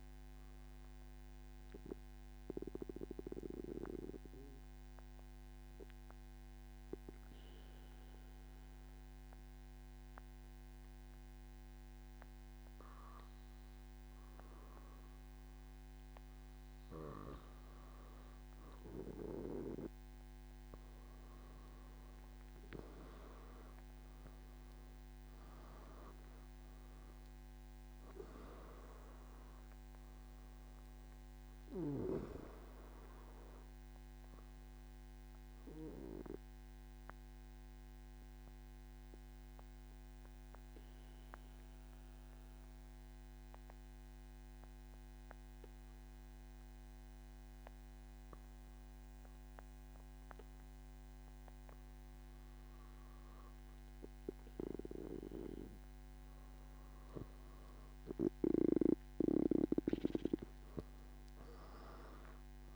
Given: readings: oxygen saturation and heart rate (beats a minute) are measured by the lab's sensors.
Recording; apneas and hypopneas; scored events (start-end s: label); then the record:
breathing in sleep by a microphone on the trachea; 2
1.50-18.00 s: obstructive apnea (oxygen 97% before, 94% lowest, heart rate 125 before, 107 extreme, up 7 after)
37.50-53.50 s: obstructive apnea (oxygen 97% before, 93% lowest, heart rate 121 before, 76 extreme, up 0 after)
From the record:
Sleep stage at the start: N3 (deep sleep); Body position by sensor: on the back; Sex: male